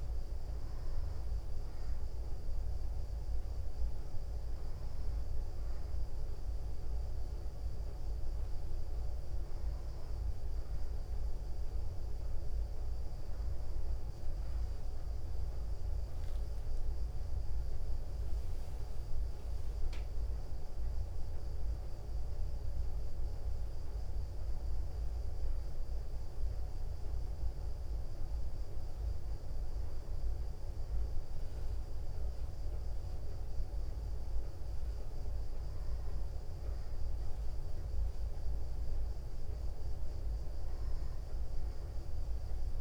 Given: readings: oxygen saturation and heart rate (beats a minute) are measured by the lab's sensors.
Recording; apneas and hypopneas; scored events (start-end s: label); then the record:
breathing in sleep, hard to hear, by a room microphone; none
none scored
From the record:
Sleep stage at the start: N2 (light sleep); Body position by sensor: on the back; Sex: female